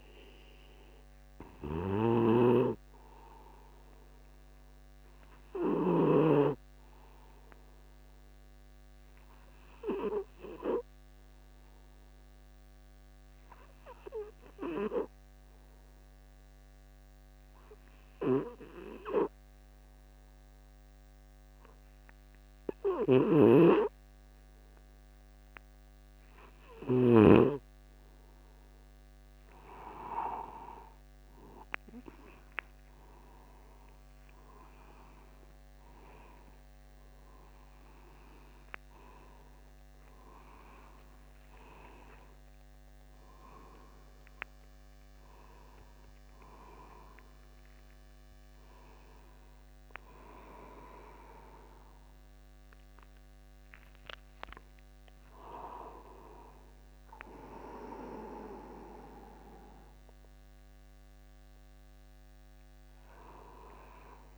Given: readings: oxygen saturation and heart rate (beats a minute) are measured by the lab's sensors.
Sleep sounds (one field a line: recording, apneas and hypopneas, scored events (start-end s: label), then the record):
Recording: a person partly awake in a sleep study, by a microphone on the trachea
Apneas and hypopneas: 1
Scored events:
0.00-6.50 s: snoring (device-marked)
3.00-26.00 s: obstructive apnea (oxygen 98% before, 94% lowest, heart rate 50 before, 51 extreme, up 0 after)
23.50-27.50 s: snoring (device-marked)
40.50-64.38 s: new sleep stage, awake
From the record:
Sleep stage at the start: N2 (light sleep)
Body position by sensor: upright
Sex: male